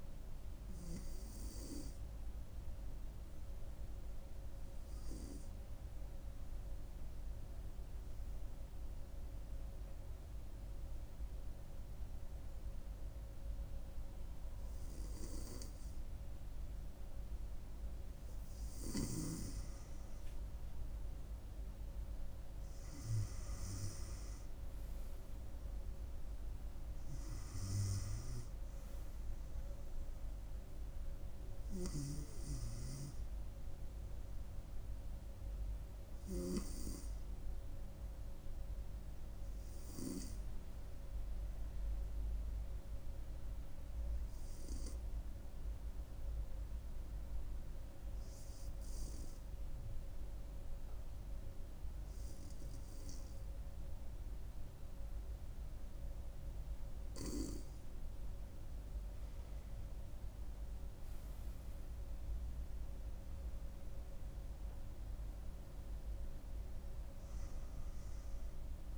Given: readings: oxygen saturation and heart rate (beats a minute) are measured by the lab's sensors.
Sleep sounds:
breathing in sleep by a room microphone; 2
4.50-17.00 s: hypopnea (oxygen 97% before, 95% lowest, heart rate 67 before, 65 extreme, up 4 after)
22.00-26.50 s: arousal
43.00-58.50 s: hypopnea (oxygen 98% before, 95% lowest, heart rate 68 before, 64 extreme, up 5 after)
46.50-57.50 s: oxygen desaturation (device-marked, oxygen 98% before, 95% lowest, heart rate 67 before, 64 extreme)
61.50-65.50 s: arousal
From the record:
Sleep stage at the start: N2 (light sleep); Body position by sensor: on the front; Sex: female

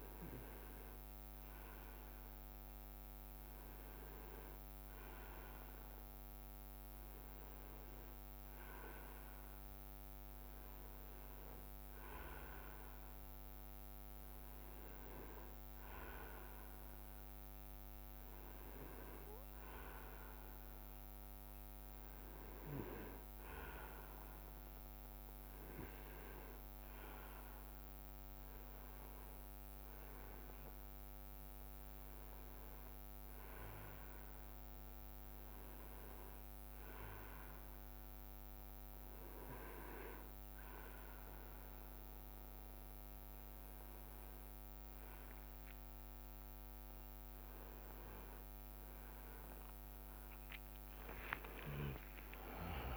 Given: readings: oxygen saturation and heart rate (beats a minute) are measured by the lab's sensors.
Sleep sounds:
breathing in sleep by a microphone on the trachea; none
0.00-1.50 s: leg movement (device-marked)
8.00-17.50 s: leg movement (device-marked)
30.00-36.50 s: leg movement (device-marked)
48.50-52.97 s: new sleep stage, awake
From the record:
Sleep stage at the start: N2 (light sleep); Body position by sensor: on the right side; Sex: male

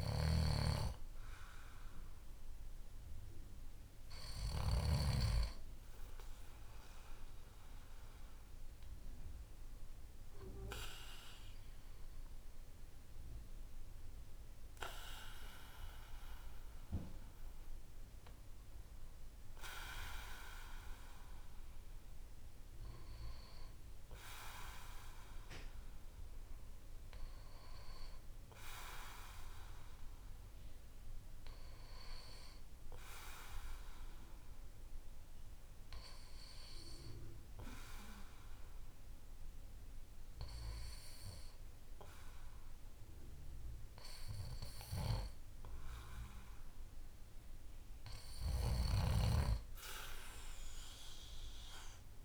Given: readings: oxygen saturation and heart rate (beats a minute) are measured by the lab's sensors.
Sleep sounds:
breathing in sleep by a room microphone; 1
26.00-29.50 s: arousal
35.00-47.50 s: hypopnea (oxygen 96% before, 93% lowest, heart rate 53 before, 48 extreme, up 7 after)
From the record:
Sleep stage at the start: N2 (light sleep); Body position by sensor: on the back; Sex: male

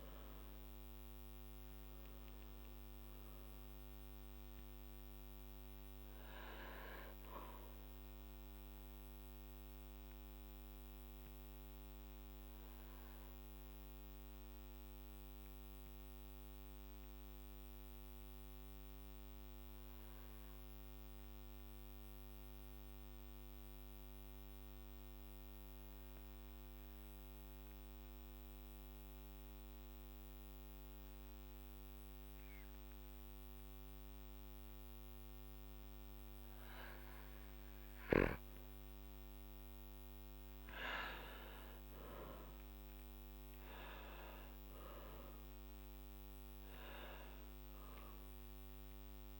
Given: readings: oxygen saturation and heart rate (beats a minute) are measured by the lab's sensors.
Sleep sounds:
breathing in sleep by a microphone on the trachea; 1
0.00-1.50 s: arousal
7.50-38.50 s: obstructive apnea (oxygen 99% before, 94% lowest, heart rate 58 before, 52 extreme, up 7 after)
12.50-30.50 s: oxygen desaturation (device-marked, oxygen 98% before, 94% lowest, heart rate 58 before, 52 extreme)
41.00-46.50 s: arousal
From the record:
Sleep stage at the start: N2 (light sleep); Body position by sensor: on the back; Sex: male

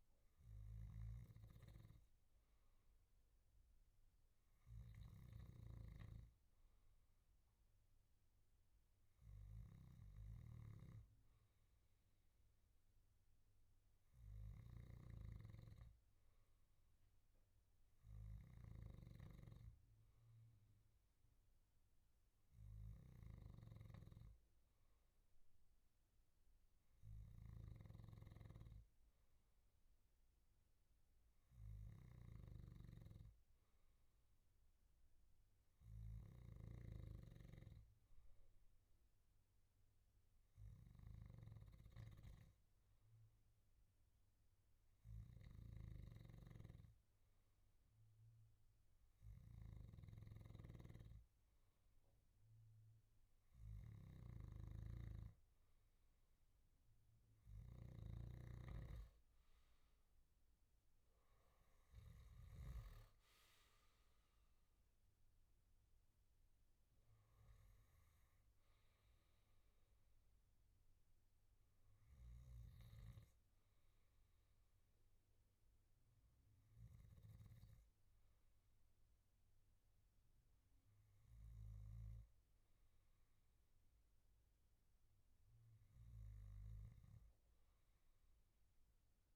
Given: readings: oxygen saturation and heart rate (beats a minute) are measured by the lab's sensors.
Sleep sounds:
breathing in sleep by a room microphone; none
5.50-19.00 s: snoring (device-marked)
27.50-37.00 s: snoring (device-marked)
45.50-63.00 s: snoring (device-marked)
From the record:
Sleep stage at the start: N2 (light sleep); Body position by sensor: on the back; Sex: male

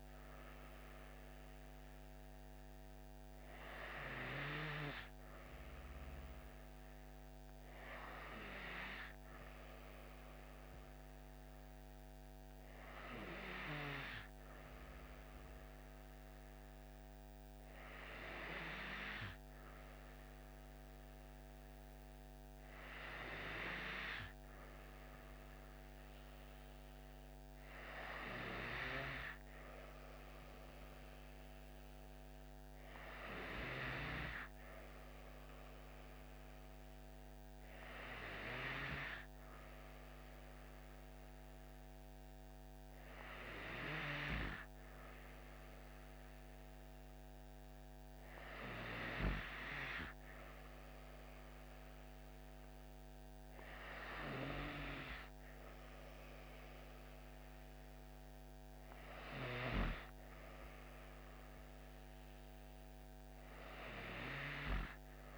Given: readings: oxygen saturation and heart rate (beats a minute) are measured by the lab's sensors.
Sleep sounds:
breathing in sleep by a microphone on the trachea; none
29.00-65.38 s: new sleep stage, N3 (deep sleep)
From the record:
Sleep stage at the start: N2 (light sleep); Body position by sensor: on the back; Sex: female

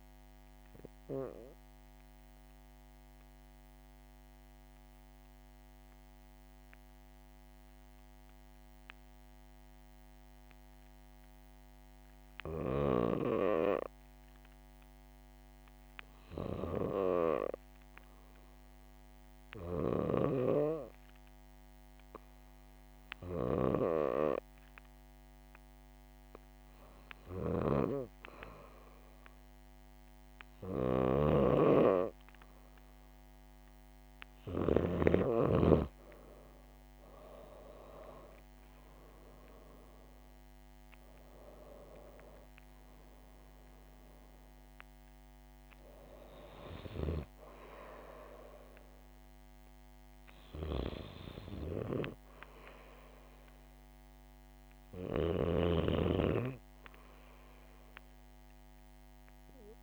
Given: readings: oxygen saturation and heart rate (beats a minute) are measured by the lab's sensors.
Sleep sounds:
breathing in sleep by a microphone on the trachea; 1
1.50-15.00 s: obstructive apnea (oxygen 98% before, 94% lowest, heart rate 70 before, 66 extreme, up 1 after)
16.50-20.50 s: arousal
25.00-53.00 s: oxygen desaturation (device-marked, oxygen 99% before, 94% lowest, heart rate 67 before, 65 extreme)
27.00-34.50 s: snoring (device-marked)
From the record:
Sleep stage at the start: REM sleep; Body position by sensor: on the back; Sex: female

